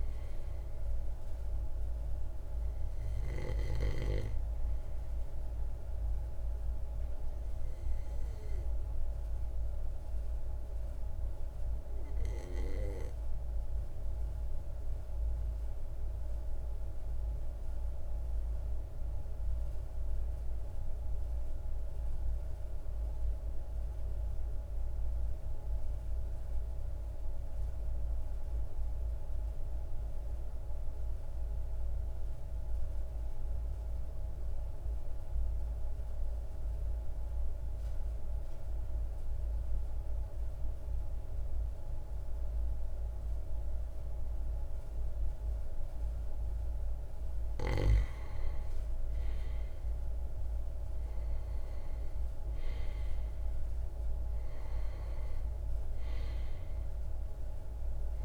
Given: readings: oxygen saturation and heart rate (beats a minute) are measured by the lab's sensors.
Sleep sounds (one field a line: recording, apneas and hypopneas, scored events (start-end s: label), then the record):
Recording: breathing in sleep, hard to hear, by a room microphone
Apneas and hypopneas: 1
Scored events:
0.00-8.50 s: oxygen desaturation (device-marked, oxygen 94% lowest, heart rate 40 extreme)
11.50-46.50 s: obstructive apnea (oxygen 97% before, 91% lowest, heart rate 41 before, 40 extreme, up 3 after)
39.50-40.50 s: oxygen desaturation (device-marked, oxygen 98% before, 97% lowest, heart rate 40 before, 42 extreme)
48.00-53.00 s: arousal
From the record:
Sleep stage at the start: N2 (light sleep)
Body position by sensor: on the back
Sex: male